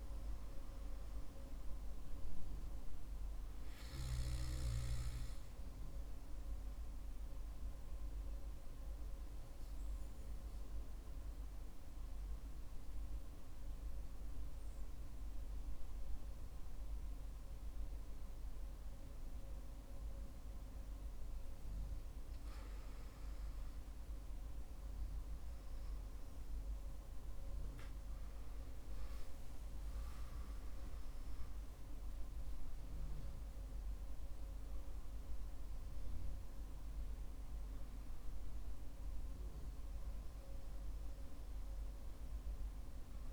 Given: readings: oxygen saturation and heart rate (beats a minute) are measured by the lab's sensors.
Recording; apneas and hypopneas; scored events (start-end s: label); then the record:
breathing in sleep, hard to hear, by a room microphone; 1
7.50-23.50 s: hypopnea (oxygen 96% before, 94% lowest, heart rate 61 before, 53 extreme, up 4 after)
28.50-32.50 s: arousal
From the record:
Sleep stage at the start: N2 (light sleep); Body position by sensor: on the back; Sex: male